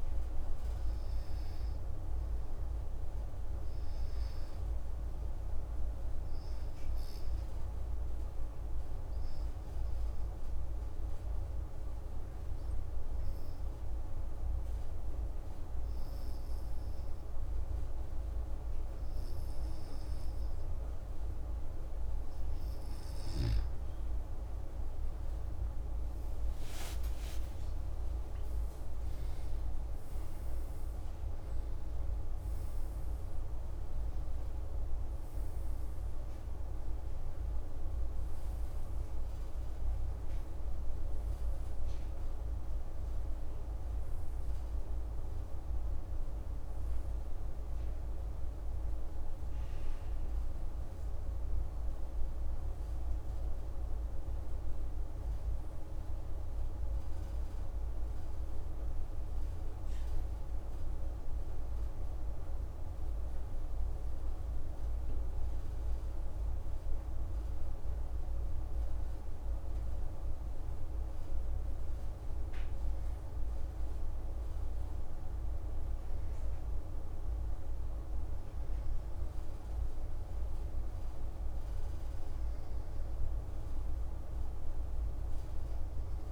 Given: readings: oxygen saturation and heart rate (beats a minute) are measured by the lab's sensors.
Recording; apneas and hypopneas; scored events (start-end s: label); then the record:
breathing in sleep, hard to hear, by a room microphone; 2
5.00-22.00 s: obstructive apnea (oxygen 97% before, 93% lowest)
25.00-29.50 s: arousal
28.50-58.50 s: new sleep stage, N1 (lightest sleep)
31.50-42.50 s: oxygen desaturation (device-marked, oxygen 97% before, 93% lowest)
48.50-53.00 s: arousal
56.00-70.50 s: hypopnea (oxygen 96% before, 94% lowest)
58.50-86.32 s: new sleep stage, N2 (light sleep)
74.00-78.00 s: arousal
From the record:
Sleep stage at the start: N2 (light sleep); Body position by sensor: on the back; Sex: male